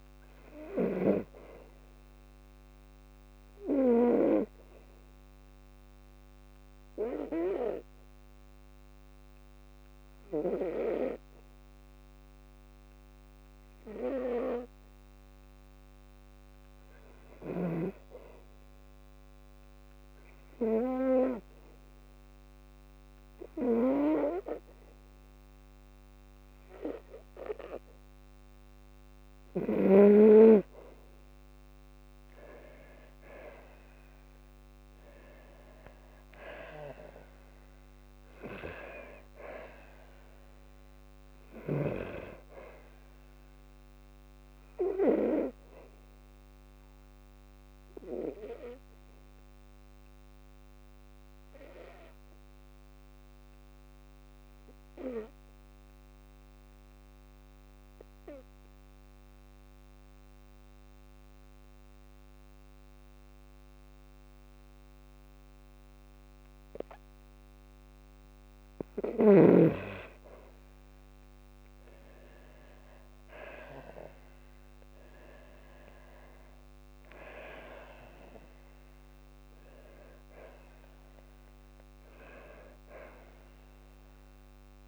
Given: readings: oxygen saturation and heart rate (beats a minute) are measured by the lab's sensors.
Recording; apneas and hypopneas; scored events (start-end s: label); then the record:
breathing in sleep by a microphone on the trachea; 2
4.50-16.50 s: obstructive apnea (oxygen 98% before, 93% lowest, heart rate 56 before, 51 extreme, up 5 after)
14.00-27.00 s: oxygen desaturation (device-marked, oxygen 97% before, 93% lowest, heart rate 54 before, 53 extreme)
32.00-37.50 s: arousal
47.00-68.00 s: obstructive apnea (oxygen 97% before, 92% lowest, heart rate 59 before, 52 extreme, up 7 after)
59.00-71.00 s: oxygen desaturation (device-marked, oxygen 97% before, 93% lowest, heart rate 56 before, 54 extreme)
72.50-76.00 s: arousal
From the record:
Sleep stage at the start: N2 (light sleep); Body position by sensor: on the back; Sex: female